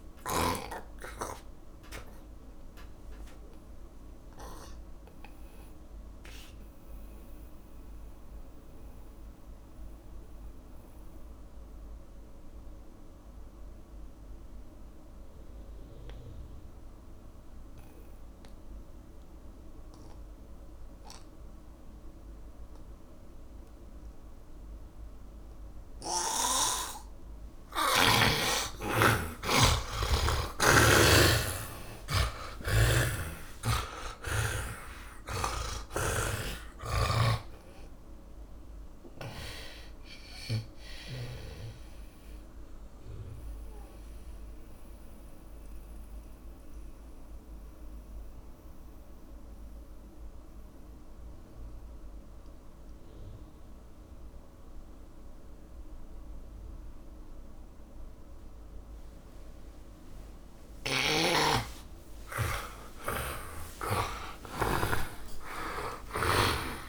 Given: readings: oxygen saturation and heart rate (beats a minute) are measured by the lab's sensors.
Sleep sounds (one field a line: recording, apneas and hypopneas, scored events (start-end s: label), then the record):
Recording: breathing in sleep by a room microphone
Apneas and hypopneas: 2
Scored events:
0.00-17.50 s: oxygen desaturation (device-marked, oxygen 76% lowest)
3.00-27.50 s: mixed apnea (oxygen 100% before, 76% lowest)
25.50-58.50 s: oxygen desaturation (device-marked, oxygen 100% before, 78% lowest)
29.50-35.00 s: arousal
36.50-40.00 s: snoring (device-marked)
44.50-61.50 s: mixed apnea (oxygen 100% before, 78% lowest)
62.50-66.89 s: arousal
63.50-66.89 s: snoring (device-marked)
From the record:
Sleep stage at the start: N2 (light sleep)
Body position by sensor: on the back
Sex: male